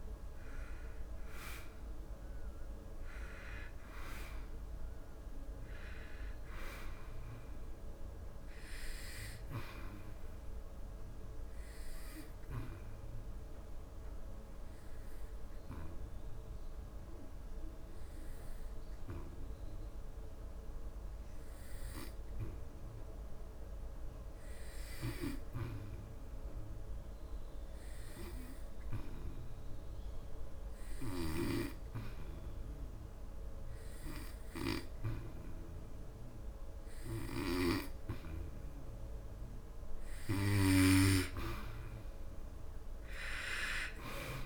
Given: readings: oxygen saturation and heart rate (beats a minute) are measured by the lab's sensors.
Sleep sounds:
breathing in sleep by a room microphone; 1
0.00-19.50 s: oxygen desaturation (device-marked, oxygen 90% lowest, heart rate 67 extreme)
10.00-39.50 s: hypopnea (oxygen 96% before, 87% lowest, heart rate 77 before, 67 extreme, up 13 after)
33.50-44.46 s: oxygen desaturation (device-marked, oxygen 98% before, 89% lowest, heart rate 76 before, 69 extreme)
From the record:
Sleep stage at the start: N2 (light sleep); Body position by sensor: on the back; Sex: male

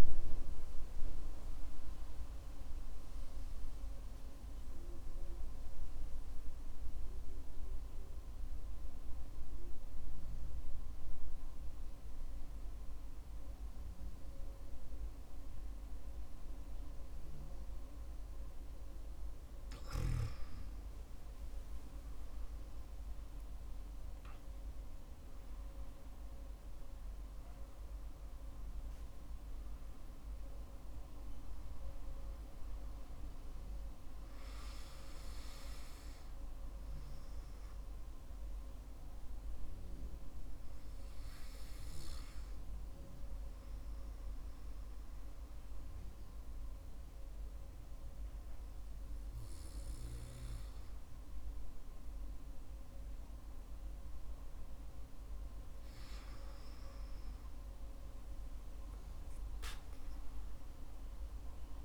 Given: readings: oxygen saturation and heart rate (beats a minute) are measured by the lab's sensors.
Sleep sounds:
breathing in sleep, hard to hear, by a room microphone; 2
5.50-18.00 s: obstructive apnea (oxygen 96% before, 94% lowest, heart rate 54 before, 50 extreme, up 13 after)
21.50-25.50 s: arousal
40.50-54.50 s: hypopnea (oxygen 96% before, 94% lowest, heart rate 59 before, 49 extreme, up 11 after)
44.50-51.50 s: oxygen desaturation (device-marked, oxygen 97% before, 94% lowest, heart rate 59 before, 54 extreme)
57.50-60.00 s: arousal
From the record:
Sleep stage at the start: N2 (light sleep); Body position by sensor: on the back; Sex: male

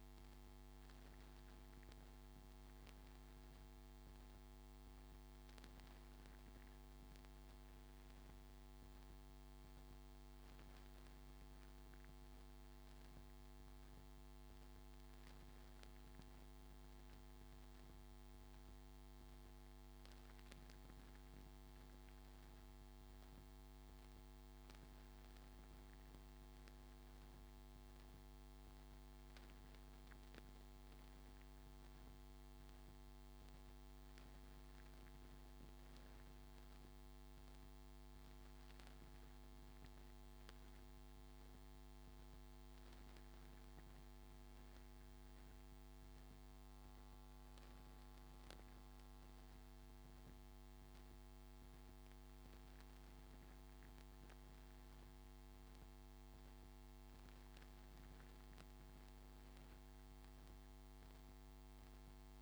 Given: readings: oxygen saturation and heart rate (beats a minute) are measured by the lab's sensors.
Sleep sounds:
breathing in sleep, hard to hear, by a microphone on the trachea; none
none scored
From the record:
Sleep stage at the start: N2 (light sleep); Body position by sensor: on the front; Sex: male

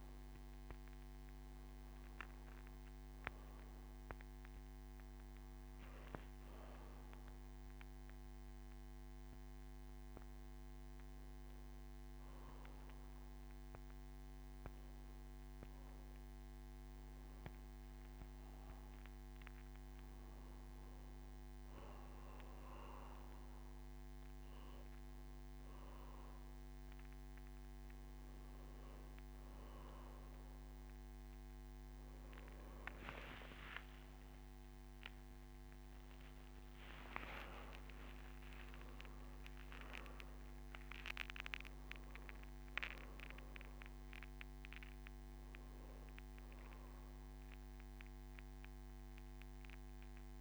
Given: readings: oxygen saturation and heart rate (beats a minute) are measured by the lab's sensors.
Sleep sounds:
breathing in sleep by a microphone on the trachea; none
35.50-50.41 s: new sleep stage, N2 (light sleep)
From the record:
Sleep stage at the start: N1 (lightest sleep); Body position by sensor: on the right side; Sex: male

